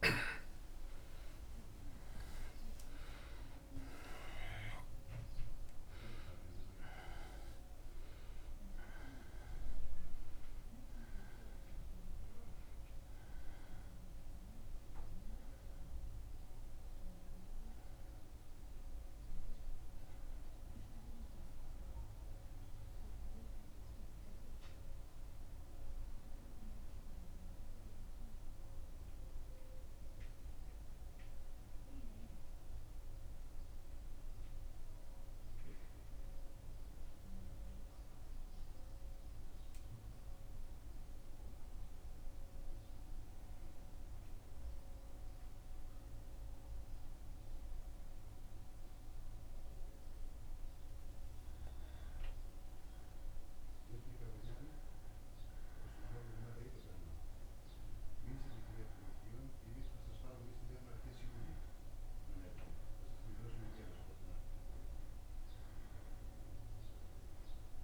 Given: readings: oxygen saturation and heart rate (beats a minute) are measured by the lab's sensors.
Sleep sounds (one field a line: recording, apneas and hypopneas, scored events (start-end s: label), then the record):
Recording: breathing in sleep by a room microphone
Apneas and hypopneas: 1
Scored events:
0.00-4.50 s: arousal
21.50-67.84 s: new sleep stage, N1 (lightest sleep)
30.50-52.00 s: mixed apnea (oxygen 97% before, 93% lowest, heart rate 78 before, 76 extreme, up 1 after)
54.00-58.50 s: arousal
61.50-67.84 s: oxygen desaturation (device-marked, oxygen 97% before, 94% lowest, heart rate 77 before, 76 extreme)
From the record:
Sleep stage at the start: N2 (light sleep)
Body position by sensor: on the back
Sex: male